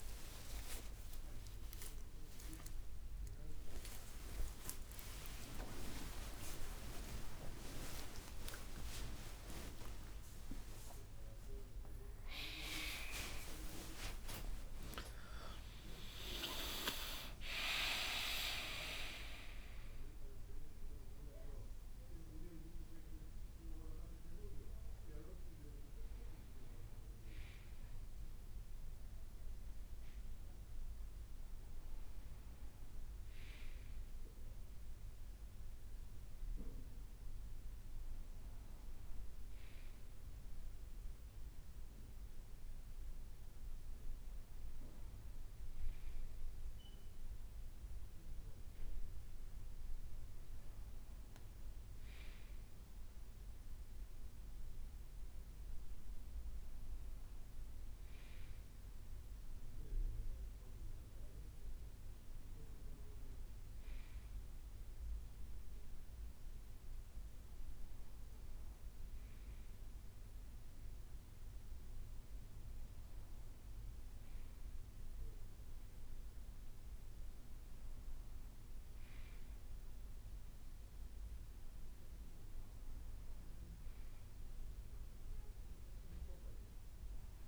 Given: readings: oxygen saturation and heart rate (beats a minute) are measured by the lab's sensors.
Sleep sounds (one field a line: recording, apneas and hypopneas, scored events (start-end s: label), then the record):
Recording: a person awake in a sleep study, by a room microphone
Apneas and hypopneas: none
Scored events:
0.00-1.00 s: long interval between heartbeats (device-marked, heart rate 92 extreme)
0.00-13.50 s: tachycardia (device-marked, heart rate 203 extreme)
3.50-11.50 s: leg movement (device-marked)
4.00-6.00 s: long interval between heartbeats (device-marked, heart rate 97 before, 171 extreme)
6.00-8.00 s: long interval between heartbeats (device-marked, heart rate 101 before, 190 extreme)
10.50-12.50 s: long interval between heartbeats (device-marked, heart rate 129 before, 176 extreme)
12.00-22.00 s: leg movement (device-marked)
12.50-14.50 s: long interval between heartbeats (device-marked, heart rate 139 before, 139 extreme)
28.00-32.00 s: leg movement (device-marked)
40.50-46.50 s: leg movement (device-marked)
54.50-60.50 s: leg movement (device-marked)
67.50-73.50 s: leg movement (device-marked)
83.00-87.48 s: leg movement (device-marked)
From the record:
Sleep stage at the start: awake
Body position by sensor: on the right side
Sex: male